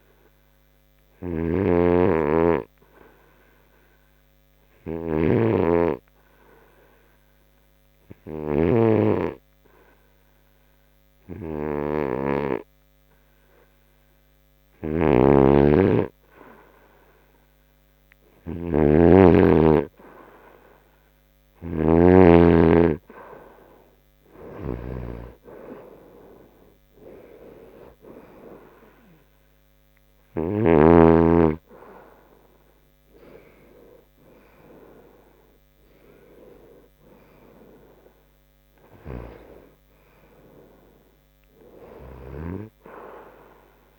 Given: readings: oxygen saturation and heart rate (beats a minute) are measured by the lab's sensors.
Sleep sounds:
breathing in sleep by a microphone on the trachea; 1
8.50-20.00 s: hypopnea (oxygen 96% before, 89% lowest, heart rate 71 before, 72 extreme, up 10 after)
15.50-22.50 s: snoring (device-marked)
19.00-43.99 s: oxygen desaturation (device-marked, oxygen 95% before, 90% lowest, heart rate 71 before, 72 extreme)
24.50-28.00 s: arousal
From the record:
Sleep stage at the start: N2 (light sleep); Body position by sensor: on the right side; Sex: male

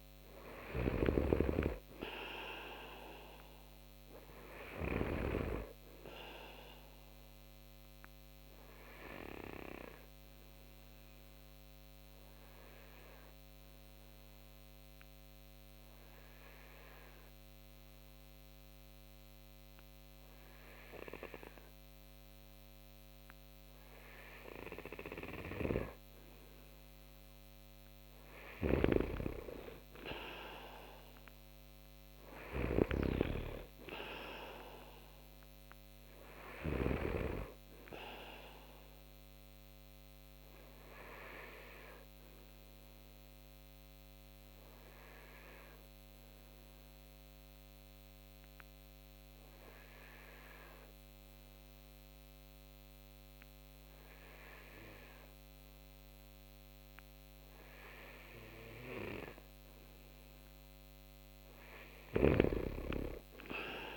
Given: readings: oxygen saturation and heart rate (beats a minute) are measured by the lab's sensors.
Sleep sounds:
breathing in sleep by a microphone on the trachea; 2
0.00-5.00 s: snoring (device-marked)
0.00-22.00 s: oxygen desaturation (device-marked, oxygen 95% before, 90% lowest)
7.00-28.00 s: obstructive apnea (oxygen 95% before, 89% lowest)
28.00-36.50 s: snoring (device-marked)
31.00-55.00 s: oxygen desaturation (device-marked, oxygen 95% before, 89% lowest)
31.50-35.00 s: arousal
39.00-58.00 s: obstructive apnea (oxygen 95% before, 89% lowest)
61.00-63.97 s: arousal
61.50-63.97 s: snoring (device-marked)
From the record:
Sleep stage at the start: N2 (light sleep); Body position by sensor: on the right side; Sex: male

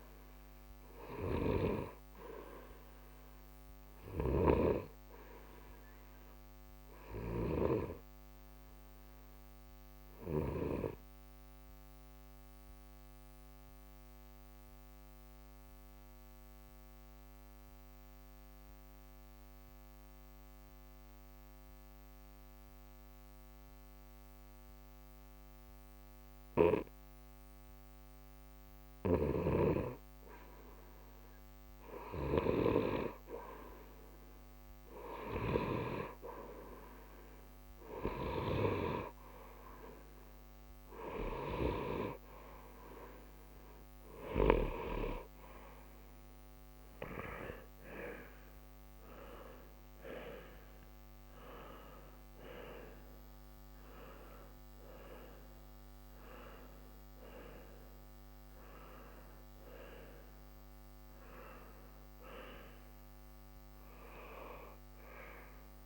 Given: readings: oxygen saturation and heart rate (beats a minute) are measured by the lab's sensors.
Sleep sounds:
breathing in sleep by a microphone on the trachea; 1
0.00-3.00 s: arousal
0.00-13.00 s: oxygen desaturation (device-marked, oxygen 89% lowest, heart rate 60 extreme)
7.00-29.00 s: obstructive apnea (oxygen 94% before, 89% lowest, heart rate 60 before, 60 extreme, up 0 after)
30.50-34.00 s: arousal
47.00-65.86 s: oxygen desaturation (device-marked, oxygen 93% before, 89% lowest, heart rate 60 before, 60 extreme)
From the record:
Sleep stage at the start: N2 (light sleep); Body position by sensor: on the right side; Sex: male

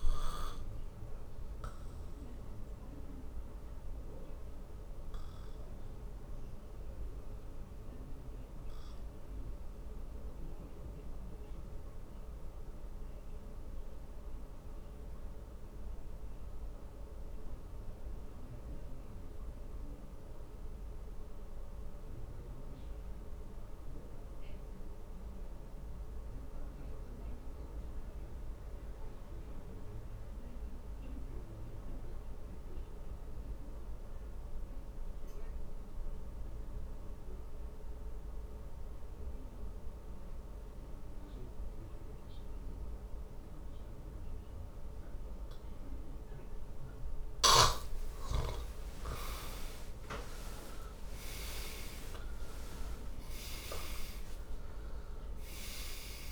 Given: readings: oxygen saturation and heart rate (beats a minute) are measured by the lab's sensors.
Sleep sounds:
breathing in sleep by a room microphone; 1
1.00-46.50 s: obstructive apnea (oxygen 99% before, 77% lowest, heart rate 57 before, 47 extreme, up 21 after)
14.50-30.50 s: oxygen desaturation (device-marked, oxygen 96% before, 87% lowest, heart rate 52 before, 50 extreme)
49.00-54.00 s: arousal
From the record:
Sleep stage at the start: N2 (light sleep); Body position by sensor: on the back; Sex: male

